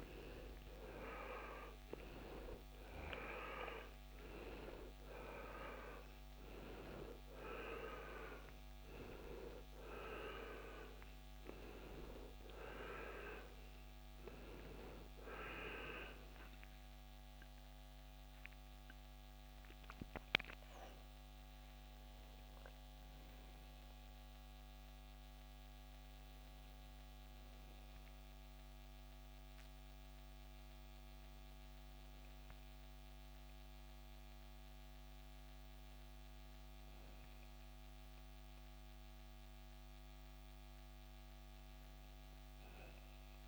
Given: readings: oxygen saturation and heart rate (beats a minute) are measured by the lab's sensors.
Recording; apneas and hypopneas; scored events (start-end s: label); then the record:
breathing in sleep by a microphone on the trachea; none
0.00-37.50 s: oxygen desaturation (device-marked, oxygen 80% lowest, heart rate 55 extreme)
From the record:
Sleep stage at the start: REM sleep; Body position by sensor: on the back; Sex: male